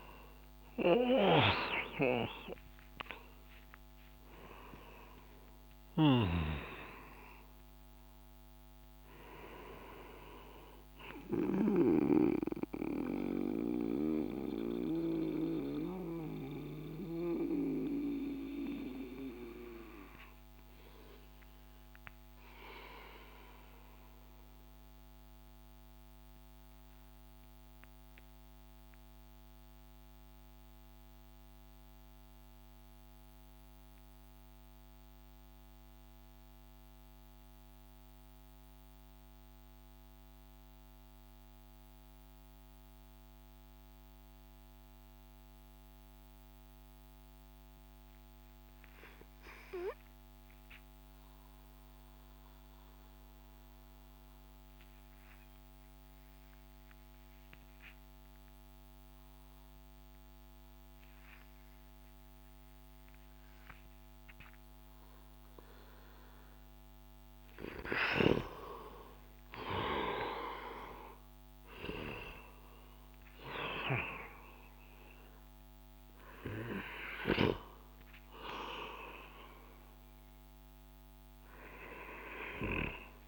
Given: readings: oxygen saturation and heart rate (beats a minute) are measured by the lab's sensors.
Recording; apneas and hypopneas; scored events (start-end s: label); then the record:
breathing in sleep by a microphone on the trachea; 1
0.00-11.00 s: snoring (device-marked)
5.00-9.00 s: oxygen desaturation (device-marked, oxygen 96% before, 91% lowest)
16.00-27.00 s: oxygen desaturation (device-marked, oxygen 95% before, 89% lowest)
23.00-66.50 s: mixed apnea (oxygen 96% before, 89% lowest)
68.00-73.00 s: arousal
73.00-77.00 s: snoring (device-marked)
From the record:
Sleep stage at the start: N2 (light sleep); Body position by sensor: on the back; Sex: male